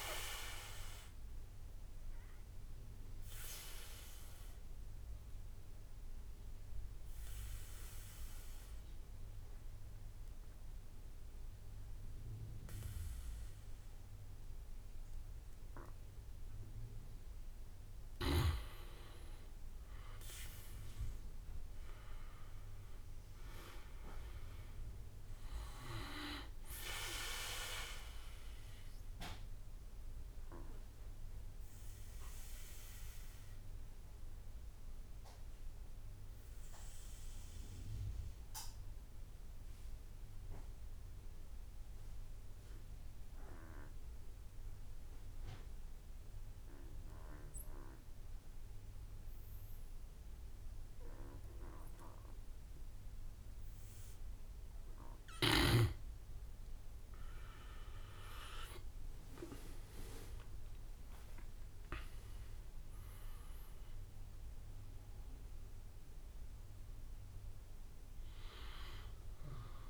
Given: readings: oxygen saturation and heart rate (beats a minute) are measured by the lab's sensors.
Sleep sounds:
breathing in sleep by a room microphone; 2
0.00-7.00 s: drop in pulse transit time (device-marked, heart rate 53 extreme)
0.00-20.00 s: oxygen desaturation (device-marked, oxygen 87% lowest, heart rate 47 extreme)
2.00-16.50 s: obstructive apnea (oxygen 98% before, 86% lowest, heart rate 56 before, 47 extreme, up 13 after)
18.50-21.50 s: arousal
22.00-44.00 s: oxygen desaturation (device-marked, oxygen 99% before, 90% lowest, heart rate 54 before, 47 extreme)
28.50-54.50 s: obstructive apnea (oxygen 99% before, 86% lowest, heart rate 55 before, 46 extreme, up 22 after)
51.00-69.90 s: oxygen desaturation (device-marked, oxygen 99% before, 86% lowest, heart rate 50 before, 46 extreme)
57.50-61.50 s: arousal
61.00-69.90 s: drop in pulse transit time (device-marked, heart rate 53 before, 47 extreme)
From the record:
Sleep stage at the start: N2 (light sleep); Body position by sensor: on the back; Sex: male

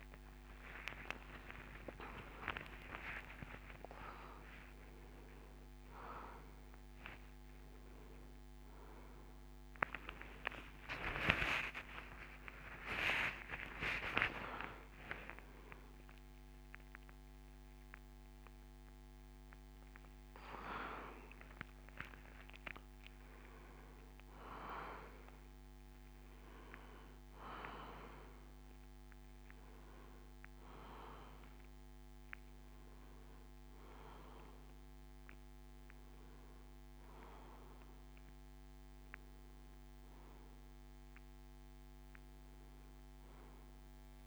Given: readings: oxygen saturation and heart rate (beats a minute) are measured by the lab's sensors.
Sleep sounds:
a person awake in a sleep study, by a microphone on the trachea; none
21.00-29.00 s: oxygen desaturation (device-marked, oxygen 96% before, 91% lowest)
From the record:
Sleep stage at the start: awake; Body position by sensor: on the back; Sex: male

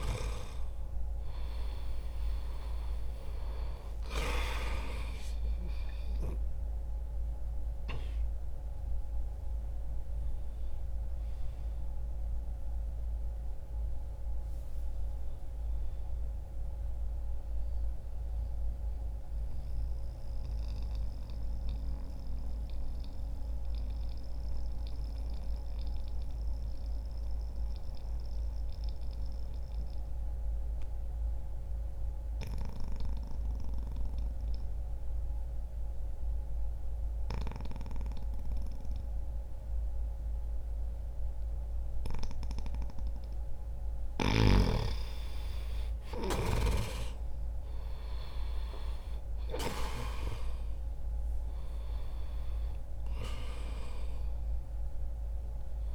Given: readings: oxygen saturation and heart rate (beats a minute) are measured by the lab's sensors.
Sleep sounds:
breathing in sleep by a room microphone; 1
0.00-1.50 s: arousal
1.50-38.50 s: oxygen desaturation (device-marked, oxygen 98% before, 88% lowest, heart rate 63 before, 59 extreme)
16.50-44.00 s: mixed apnea (oxygen 98% before, 86% lowest, heart rate 65 before, 59 extreme, up 6 after)
45.00-50.00 s: arousal
51.50-55.94 s: oxygen desaturation (device-marked, oxygen 97% before, 91% lowest, heart rate 62 before, 60 extreme)
From the record:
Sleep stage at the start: N2 (light sleep); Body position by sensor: on the back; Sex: male

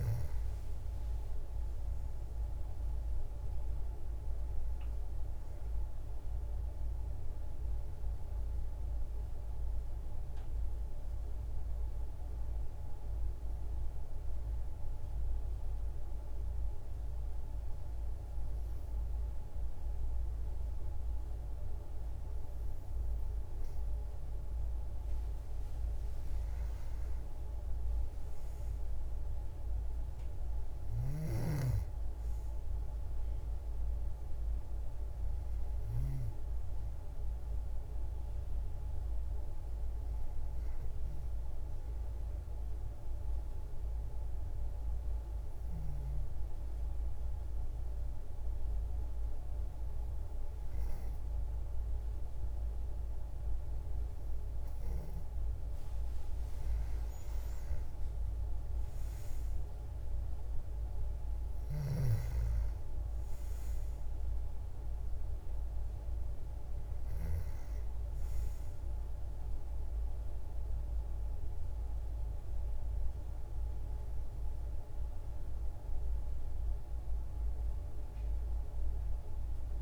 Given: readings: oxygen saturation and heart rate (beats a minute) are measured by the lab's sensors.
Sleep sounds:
breathing in sleep, hard to hear, by a room microphone; 2
3.00-8.00 s: arousal
12.50-25.00 s: hypopnea (oxygen 95% before, 91% lowest, heart rate 77 before, 53 extreme, up 20 after)
27.50-32.00 s: arousal
32.50-53.50 s: oxygen desaturation (device-marked, oxygen 96% before, 92% lowest, heart rate 64 before, 56 extreme)
43.50-55.00 s: obstructive apnea (oxygen 96% before, 91% lowest, heart rate 60 before, 59 extreme, up 7 after)
57.50-62.00 s: arousal
65.50-79.82 s: oxygen desaturation (device-marked, oxygen 95% before, 91% lowest, heart rate 74 before, 65 extreme)
From the record:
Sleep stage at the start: N2 (light sleep); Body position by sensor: on the back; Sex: female

